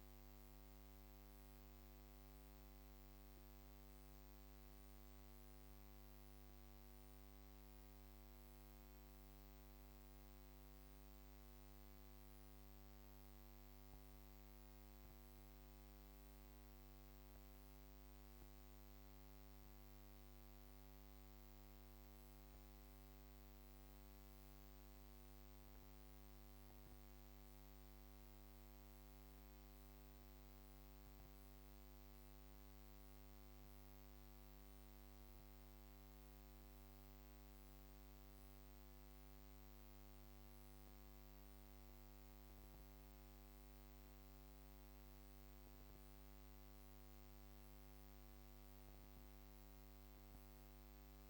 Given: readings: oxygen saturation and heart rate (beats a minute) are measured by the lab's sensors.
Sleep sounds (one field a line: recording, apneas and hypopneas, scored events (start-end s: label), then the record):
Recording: breathing in sleep, hard to hear, by a microphone on the trachea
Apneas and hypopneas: 1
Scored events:
13.00-32.00 s: hypopnea (oxygen 98% before, 94% lowest)
33.50-36.50 s: arousal
From the record:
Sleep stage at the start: N2 (light sleep)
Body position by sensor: on the back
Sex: female